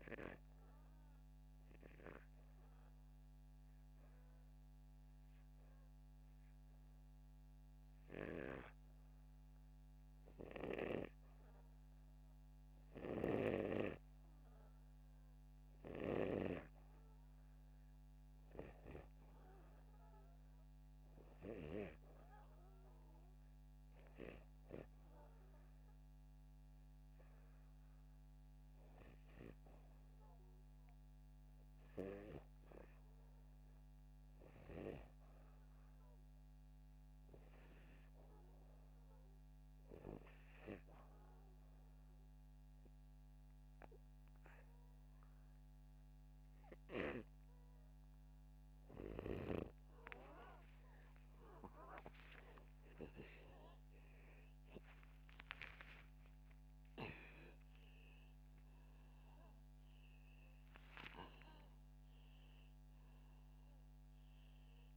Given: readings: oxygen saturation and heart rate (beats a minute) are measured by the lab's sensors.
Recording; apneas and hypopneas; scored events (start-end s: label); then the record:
breathing in sleep by a microphone on the trachea; 1
0.00-26.00 s: oxygen desaturation (device-marked, oxygen 93% lowest, heart rate 77 extreme)
1.00-11.50 s: hypopnea (oxygen 99% before, 92% lowest, heart rate 78 before, 77 extreme, up 1 after)
13.00-16.50 s: arousal
28.00-49.00 s: oxygen desaturation (device-marked, oxygen 96% before, 92% lowest, heart rate 80 before, 81 extreme)
50.50-57.00 s: arousal
53.00-64.97 s: new sleep stage, N2 (light sleep)
From the record:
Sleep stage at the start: REM sleep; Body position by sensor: upright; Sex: male